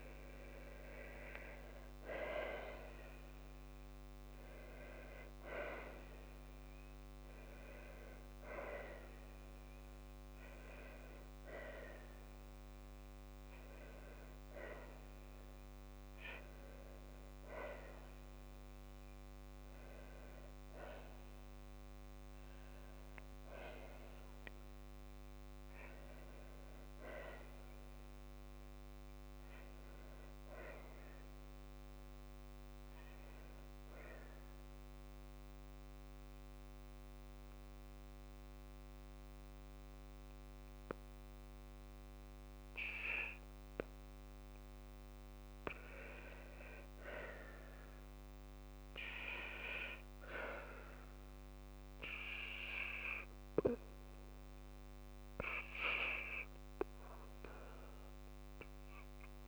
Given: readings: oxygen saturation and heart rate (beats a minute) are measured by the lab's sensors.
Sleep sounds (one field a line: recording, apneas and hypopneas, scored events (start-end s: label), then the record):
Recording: breathing in sleep by a microphone on the trachea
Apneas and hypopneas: none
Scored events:
none scored
From the record:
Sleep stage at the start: N2 (light sleep)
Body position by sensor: on the back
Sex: female